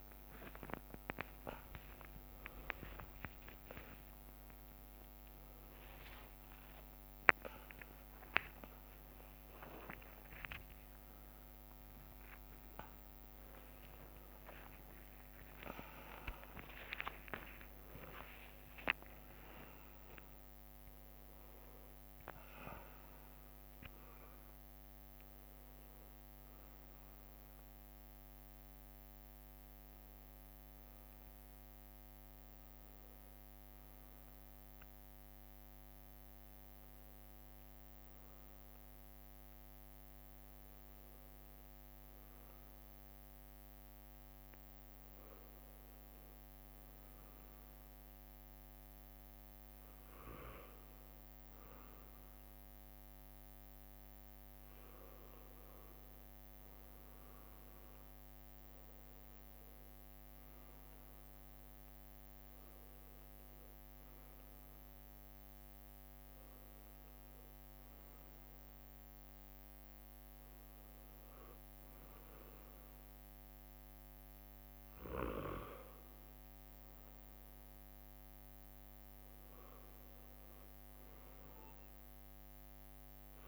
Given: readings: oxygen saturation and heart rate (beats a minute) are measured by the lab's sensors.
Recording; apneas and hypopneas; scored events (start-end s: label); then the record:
a person awake in a sleep study, by a microphone on the trachea; none
0.00-1.50 s: leg movement (device-marked)
0.00-3.50 s: tachycardia (device-marked, heart rate 108 extreme)
0.50-2.50 s: long interval between heartbeats (device-marked, heart rate 62 before, 98 extreme)
3.50-5.50 s: long interval between heartbeats (device-marked, heart rate 68 before, 119 extreme)
8.50-10.50 s: long interval between heartbeats (device-marked, heart rate 79 before, 98 extreme)
11.50-13.50 s: tachycardia (device-marked, heart rate 63 before, 88 extreme)
13.00-15.00 s: long interval between heartbeats (device-marked, heart rate 84 before, 88 extreme)
17.50-20.50 s: bradycardia (device-marked, heart rate 63 before, 79 extreme)
18.00-20.00 s: long interval between heartbeats (device-marked, heart rate 93 before, 86 extreme)
30.00-36.00 s: leg movement (device-marked)
36.50-56.50 s: bradycardia (device-marked, heart rate 64 before, 57 extreme)
37.50-45.50 s: leg movement (device-marked)
47.00-54.50 s: leg movement (device-marked)
57.00-62.00 s: leg movement (device-marked)
61.50-71.50 s: drop in pulse transit time (device-marked, heart rate 58 before, 61 extreme)
63.50-66.00 s: leg movement (device-marked)
69.50-77.50 s: leg movement (device-marked)
70.50-77.50 s: bradycardia (device-marked, heart rate 63 before, 58 extreme)
72.50-83.48 s: new sleep stage, N2 (light sleep)
78.00-79.50 s: leg movement (device-marked)
From the record:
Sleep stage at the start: awake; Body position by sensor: on the right side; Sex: male